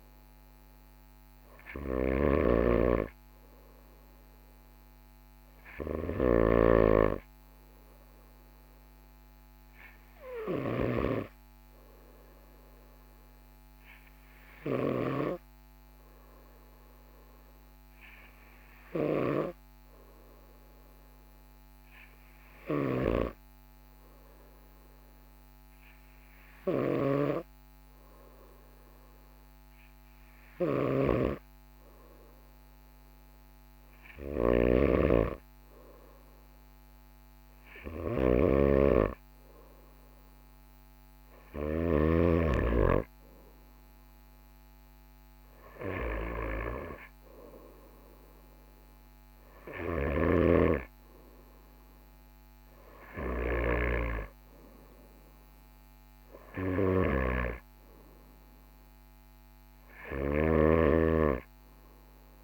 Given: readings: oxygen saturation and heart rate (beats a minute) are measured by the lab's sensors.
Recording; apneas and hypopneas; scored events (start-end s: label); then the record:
breathing in sleep by a microphone on the trachea; 1
0.00-6.50 s: snoring (device-marked)
7.50-35.00 s: hypopnea (oxygen 97% before, 95% lowest, heart rate 45 before, 44 extreme, up 1 after)
22.50-42.00 s: snoring (device-marked)
37.00-40.50 s: arousal
49.50-62.44 s: snoring (device-marked)
From the record:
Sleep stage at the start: N2 (light sleep); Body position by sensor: on the right side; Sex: male